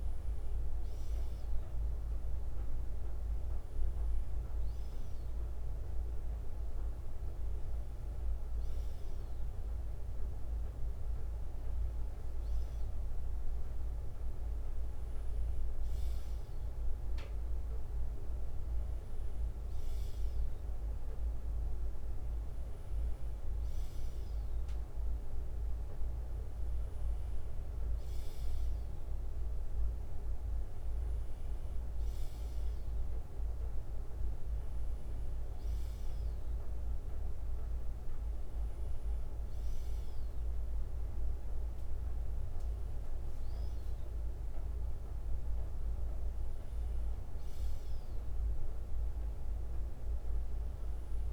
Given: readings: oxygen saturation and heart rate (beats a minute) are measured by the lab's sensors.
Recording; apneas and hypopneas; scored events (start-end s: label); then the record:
breathing in sleep, hard to hear, by a room microphone; none
0.50-2.50 s: bradycardia (device-marked, heart rate 61 before, 59 extreme)
3.50-10.50 s: bradycardia (device-marked, heart rate 61 before, 57 extreme)
39.50-46.50 s: bradycardia (device-marked, heart rate 61 before, 58 extreme)
49.50-51.33 s: bradycardia (device-marked, heart rate 61 before, 58 extreme)
From the record:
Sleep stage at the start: N2 (light sleep); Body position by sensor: on the left side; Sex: male